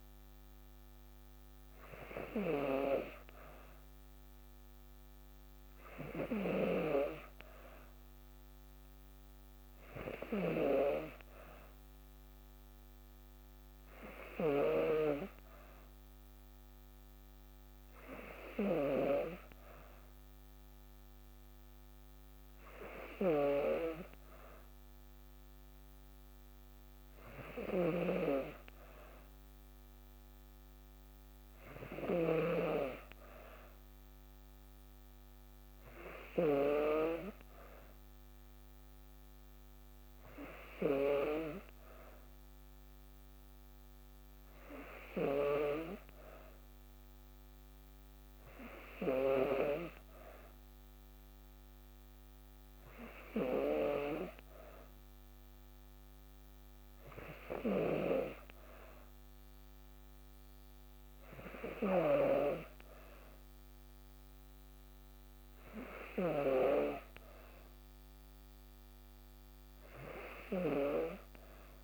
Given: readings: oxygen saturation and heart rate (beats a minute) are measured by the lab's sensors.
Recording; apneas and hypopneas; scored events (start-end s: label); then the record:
breathing in sleep by a microphone on the trachea; none
none scored
From the record:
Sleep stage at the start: N2 (light sleep); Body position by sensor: on the back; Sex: female